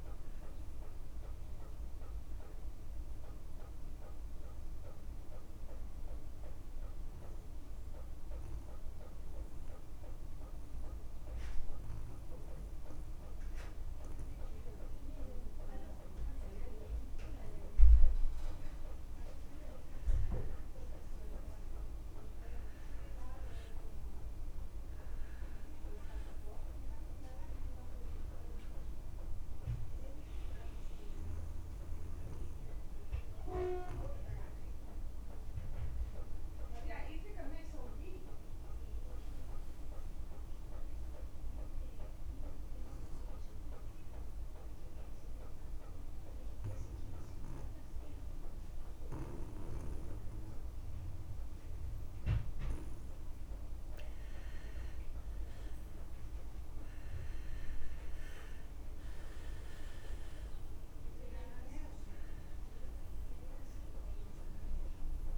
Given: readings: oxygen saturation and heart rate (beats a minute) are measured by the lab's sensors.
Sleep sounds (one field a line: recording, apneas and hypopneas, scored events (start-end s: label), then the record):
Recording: breathing in sleep by a room microphone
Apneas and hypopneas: 2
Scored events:
0.00-26.00 s: oxygen desaturation (device-marked, oxygen 88% lowest)
4.50-20.50 s: mixed apnea (oxygen 97% before, 88% lowest)
14.00-16.00 s: long interval between heartbeats (device-marked)
22.00-24.50 s: arousal
39.00-53.00 s: oxygen desaturation (device-marked, oxygen 97% before, 92% lowest)
45.00-55.50 s: obstructive apnea (oxygen 97% before, 87% lowest)
56.50-60.00 s: arousal
59.00-65.38 s: oxygen desaturation (device-marked, oxygen 95% before, 87% lowest)
From the record:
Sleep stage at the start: N2 (light sleep)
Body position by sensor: on the back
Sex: male